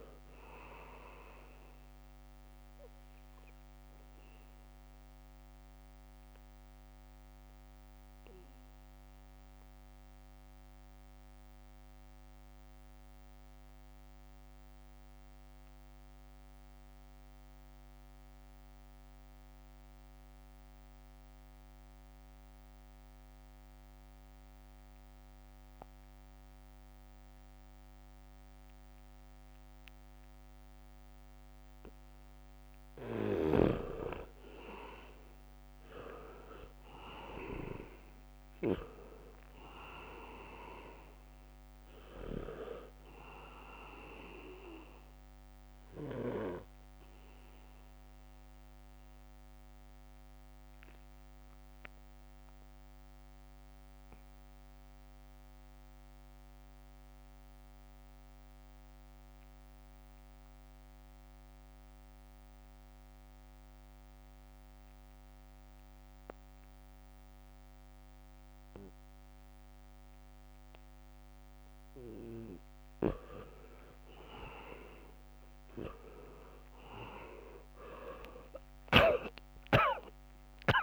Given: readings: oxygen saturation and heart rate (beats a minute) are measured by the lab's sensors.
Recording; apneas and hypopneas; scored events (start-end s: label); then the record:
breathing in sleep by a microphone on the trachea; 2
0.00-2.00 s: leg movement (device-marked)
0.00-17.00 s: oxygen desaturation (device-marked, oxygen 86% lowest, heart rate 68 extreme)
8.50-31.00 s: mixed apnea (oxygen 99% before, 80% lowest, heart rate 71 before, 68 extreme)
25.00-62.00 s: oxygen desaturation (device-marked, oxygen 99% before, 80% lowest, heart rate 75 before, 67 extreme)
28.50-31.00 s: leg movement (device-marked)
33.00-35.50 s: leg movement (device-marked)
35.00-39.00 s: arousal
36.50-41.00 s: leg movement (device-marked)
41.50-49.00 s: leg movement (device-marked)
44.50-71.50 s: obstructive apnea (oxygen 99% before, 80% lowest, heart rate 70 before, 67 extreme, up 1 after)
68.00-80.83 s: oxygen desaturation (device-marked, oxygen 99% before, 80% lowest, heart rate 76 before, 67 extreme)
78.00-80.83 s: arousal
From the record:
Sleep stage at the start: N2 (light sleep); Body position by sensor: on the back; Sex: male